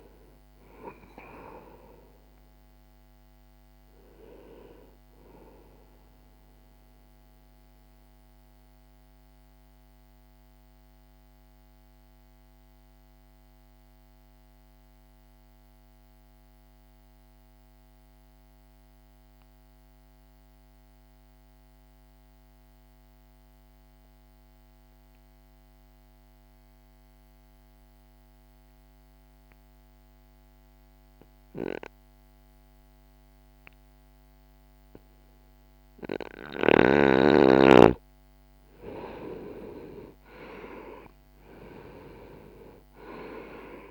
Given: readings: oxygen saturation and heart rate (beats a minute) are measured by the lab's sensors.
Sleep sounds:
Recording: breathing in sleep by a microphone on the trachea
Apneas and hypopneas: 1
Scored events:
0.00-26.00 s: oxygen desaturation (device-marked, oxygen 84% lowest, heart rate 50 extreme)
6.00-37.50 s: mixed apnea (oxygen 96% before, 84% lowest, heart rate 60 before, 50 extreme, up 2 after)
37.00-43.91 s: oxygen desaturation (device-marked, oxygen 99% before, 84% lowest, heart rate 62 before, 50 extreme)
From the record:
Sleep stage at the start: N2 (light sleep)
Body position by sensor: on the right side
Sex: male

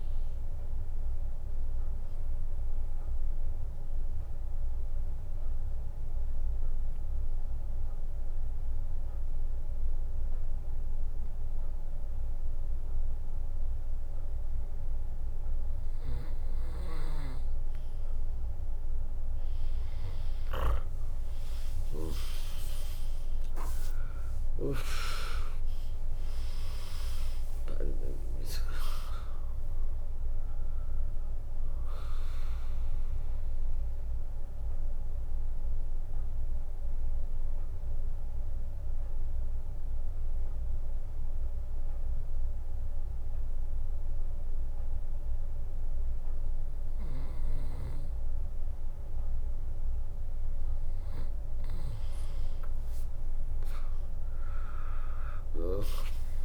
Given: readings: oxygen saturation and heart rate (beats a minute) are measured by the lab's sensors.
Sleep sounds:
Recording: breathing in sleep by a room microphone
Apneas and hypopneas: 2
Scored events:
0.00-11.00 s: drop in pulse transit time (device-marked, heart rate 74 before, 76 extreme)
0.00-12.00 s: oxygen desaturation (device-marked, oxygen 99% before, 95% lowest, heart rate 73 before, 59 extreme)
3.50-16.00 s: mixed apnea (oxygen 99% before, 95% lowest, heart rate 73 before, 59 extreme)
13.00-15.00 s: bradycardia (device-marked, heart rate 77 before, 66 extreme)
21.50-26.00 s: arousal
27.00-42.00 s: drop in pulse transit time (device-marked, heart rate 69 before, 75 extreme)
32.50-50.00 s: mixed apnea (oxygen 99% before, 96% lowest, heart rate 69 before, 60 extreme, up 6 after)
52.50-56.00 s: arousal
From the record:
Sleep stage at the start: N2 (light sleep)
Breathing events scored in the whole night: 409 in 4.5 hours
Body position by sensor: on the right side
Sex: female

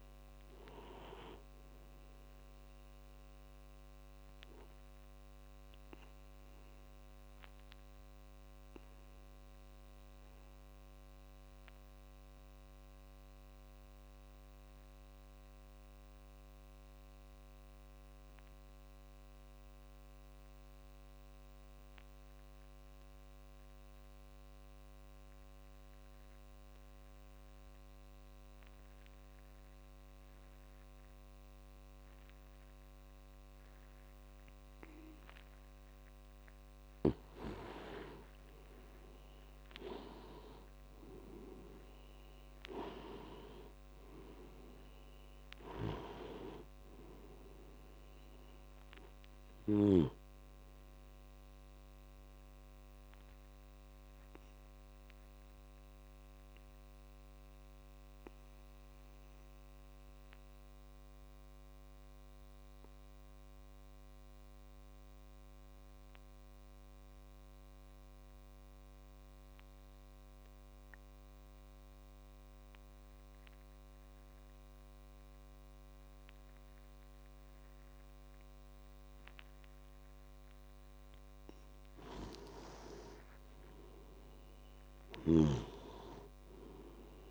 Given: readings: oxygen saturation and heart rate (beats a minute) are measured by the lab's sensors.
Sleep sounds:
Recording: breathing in sleep by a microphone on the trachea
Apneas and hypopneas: 2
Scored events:
0.00-16.00 s: oxygen desaturation (device-marked, oxygen 88% lowest)
8.00-35.00 s: obstructive apnea (oxygen 97% before, 88% lowest)
32.00-65.00 s: oxygen desaturation (device-marked, oxygen 98% before, 88% lowest)
37.50-41.00 s: arousal
52.50-80.50 s: obstructive apnea (oxygen 98% before, 88% lowest)
80.00-87.31 s: oxygen desaturation (device-marked, oxygen 98% before, 89% lowest)
83.00-87.31 s: arousal
85.00-87.31 s: snoring (device-marked)
From the record:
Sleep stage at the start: N2 (light sleep)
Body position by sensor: on the back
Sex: male

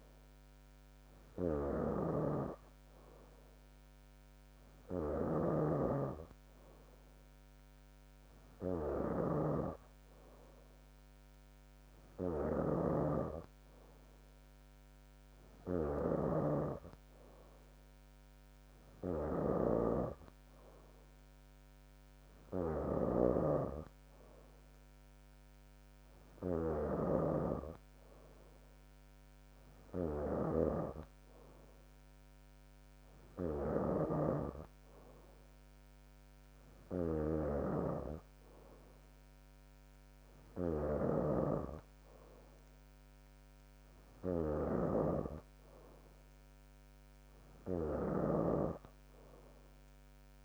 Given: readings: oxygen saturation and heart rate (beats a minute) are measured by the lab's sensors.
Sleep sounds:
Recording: breathing in sleep by a microphone on the trachea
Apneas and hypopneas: none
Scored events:
0.00-50.45 s: snoring (device-marked)
From the record:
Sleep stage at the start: N3 (deep sleep)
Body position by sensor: on the back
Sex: female

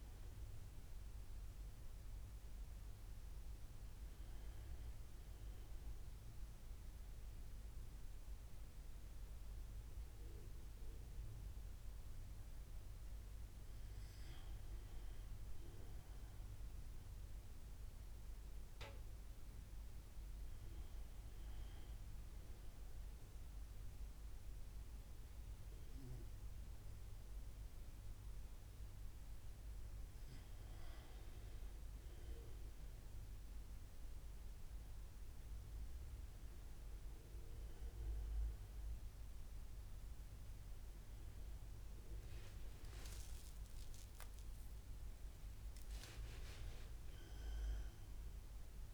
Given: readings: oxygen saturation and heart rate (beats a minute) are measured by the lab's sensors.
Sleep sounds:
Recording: breathing in sleep, hard to hear, by a room microphone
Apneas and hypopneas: none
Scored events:
29.00-48.94 s: new sleep stage, N1 (lightest sleep)
43.00-46.50 s: arousal
From the record:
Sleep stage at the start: N2 (light sleep)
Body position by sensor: on the right side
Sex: male

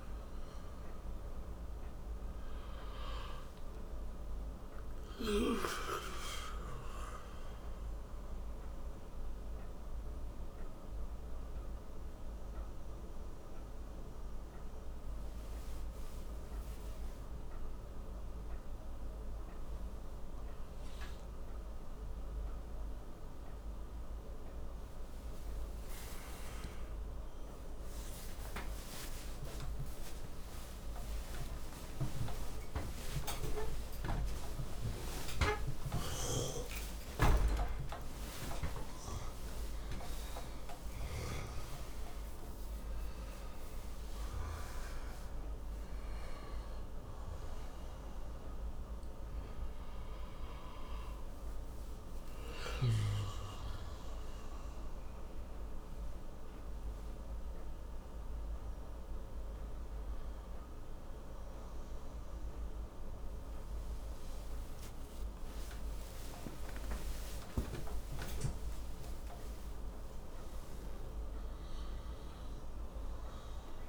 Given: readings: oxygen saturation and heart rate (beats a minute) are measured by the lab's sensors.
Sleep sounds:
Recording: breathing in sleep by a room microphone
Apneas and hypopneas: 1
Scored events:
0.00-16.00 s: oxygen desaturation (device-marked, oxygen 91% lowest)
5.50-19.00 s: mixed apnea (oxygen 98% before, 91% lowest)
29.00-35.50 s: arousal
37.00-49.00 s: oxygen desaturation (device-marked, oxygen 98% before, 93% lowest)
56.00-64.00 s: oxygen desaturation (device-marked, oxygen 96% before, 93% lowest)
65.00-70.00 s: arousal
From the record:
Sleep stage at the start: N1 (lightest sleep)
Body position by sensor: on the right side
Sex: male

